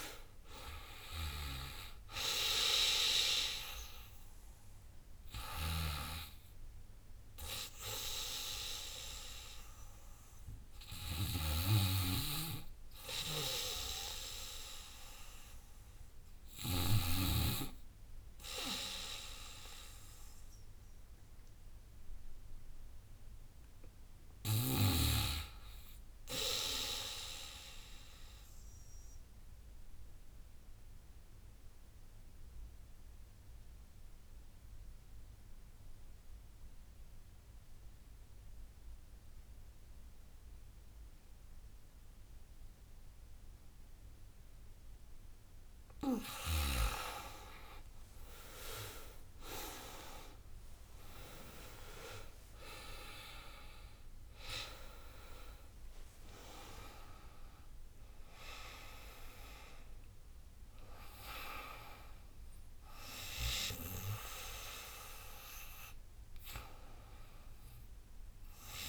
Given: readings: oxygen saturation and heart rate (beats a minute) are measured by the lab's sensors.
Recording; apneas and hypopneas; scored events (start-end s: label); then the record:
breathing in sleep by a room microphone; 1
0.00-10.50 s: drop in pulse transit time (device-marked, heart rate 97 extreme)
0.00-18.50 s: oxygen desaturation (device-marked, oxygen 78% lowest, heart rate 73 extreme)
1.50-9.50 s: tachycardia (device-marked, heart rate 92 before, 109 extreme)
4.50-6.50 s: long interval between heartbeats (device-marked, heart rate 87 before, 105 extreme)
8.00-10.00 s: long interval between heartbeats (device-marked, heart rate 91 before, 108 extreme)
10.50-12.50 s: long interval between heartbeats (device-marked, heart rate 96 before, 101 extreme)
11.50-17.00 s: snoring (device-marked)
19.00-22.50 s: arousal
23.50-29.50 s: tachycardia (device-marked, heart rate 92 before, 112 extreme)
24.00-26.00 s: long interval between heartbeats (device-marked, heart rate 95 before, 91 extreme)
27.00-29.00 s: long interval between heartbeats (device-marked, heart rate 93 before, 103 extreme)
28.50-44.50 s: obstructive apnea (oxygen 100% before, 88% lowest, heart rate 93 before, 73 extreme, up 40 after)
34.00-36.00 s: long interval between heartbeats (device-marked, heart rate 93 before, 88 extreme)
46.50-52.50 s: tachycardia (device-marked, heart rate 92 before, 113 extreme)
46.50-68.89 s: oxygen desaturation (device-marked, oxygen 97% before, 88% lowest, heart rate 88 before, 75 extreme)
47.00-51.50 s: arousal
48.00-50.00 s: long interval between heartbeats (device-marked, heart rate 87 before, 86 extreme)
50.50-62.50 s: drop in pulse transit time (device-marked, heart rate 85 before, 85 extreme)
From the record:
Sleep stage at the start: N2 (light sleep); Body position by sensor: on the back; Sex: female